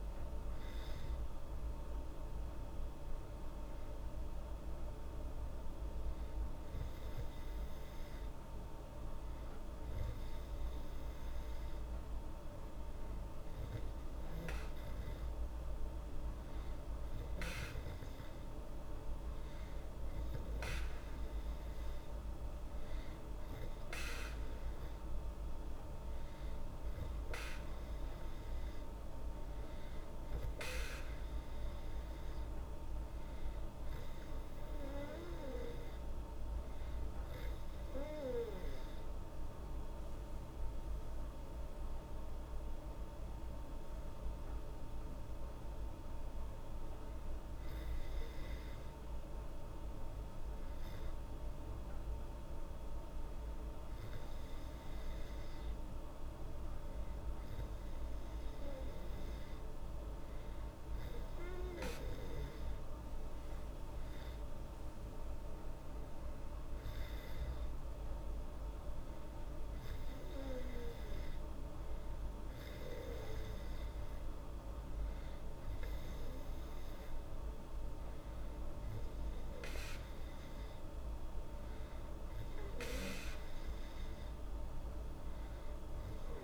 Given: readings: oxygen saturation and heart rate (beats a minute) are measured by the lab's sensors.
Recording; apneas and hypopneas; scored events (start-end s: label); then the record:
breathing in sleep, hard to hear, by a room microphone; none
none scored
From the record:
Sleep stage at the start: N2 (light sleep); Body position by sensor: on the back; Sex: female